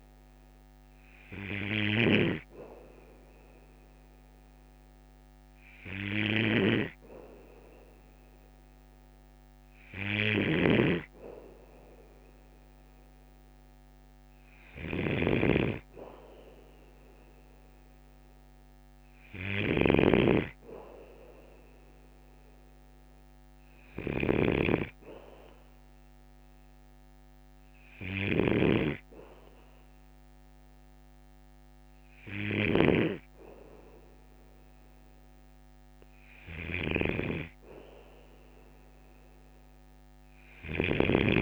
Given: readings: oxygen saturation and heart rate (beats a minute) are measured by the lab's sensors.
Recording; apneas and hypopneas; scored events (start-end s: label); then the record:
breathing in sleep by a microphone on the trachea; none
0.00-41.42 s: snoring (device-marked)
From the record:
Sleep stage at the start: N2 (light sleep); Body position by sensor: on the back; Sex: male